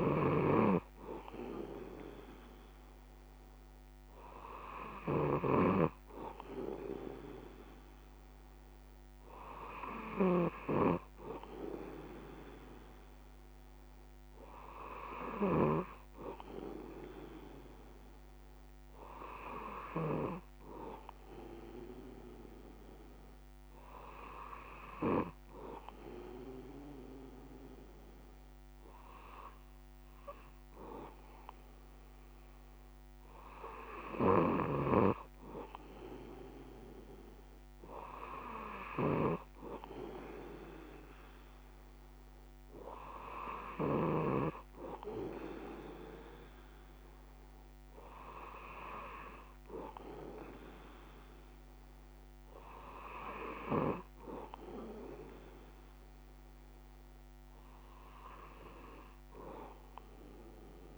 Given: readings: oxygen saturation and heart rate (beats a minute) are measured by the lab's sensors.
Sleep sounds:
breathing in sleep by a microphone on the trachea; none
none scored
From the record:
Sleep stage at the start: N2 (light sleep); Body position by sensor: on the back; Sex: male

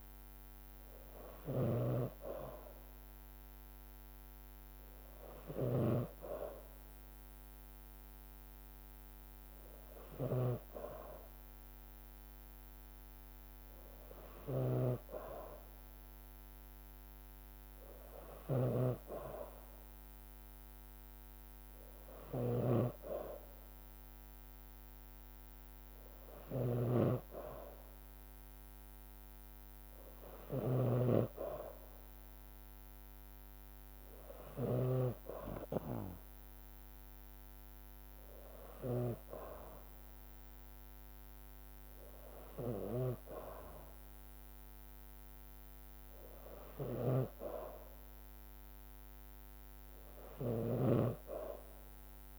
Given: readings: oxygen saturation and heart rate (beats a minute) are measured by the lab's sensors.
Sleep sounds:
breathing in sleep by a microphone on the trachea; none
0.00-35.00 s: snoring (device-marked)
47.00-52.39 s: snoring (device-marked)
From the record:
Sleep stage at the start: N2 (light sleep); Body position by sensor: on the back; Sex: female

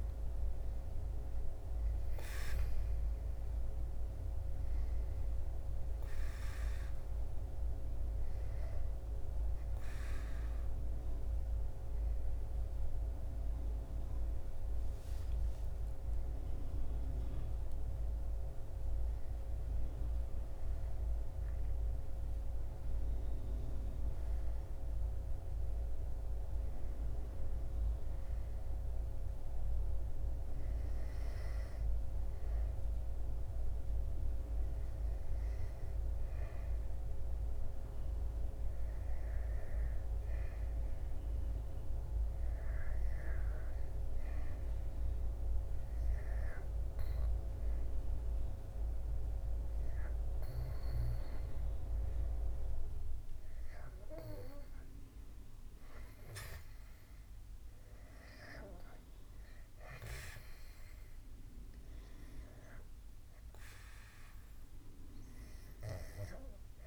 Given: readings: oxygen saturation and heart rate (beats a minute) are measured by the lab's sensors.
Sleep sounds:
breathing in sleep by a room microphone; 1
0.00-1.00 s: arousal
0.00-6.00 s: oxygen desaturation (device-marked, oxygen 91% lowest, heart rate 67 extreme)
15.00-18.50 s: arousal
35.50-52.00 s: hypopnea (oxygen 98% before, 89% lowest, heart rate 76 before, 68 extreme, up 8 after)
54.50-57.50 s: arousal
56.00-66.87 s: oxygen desaturation (device-marked, oxygen 97% before, 92% lowest, heart rate 74 before, 68 extreme)
From the record:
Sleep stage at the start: N2 (light sleep); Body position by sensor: on the back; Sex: male

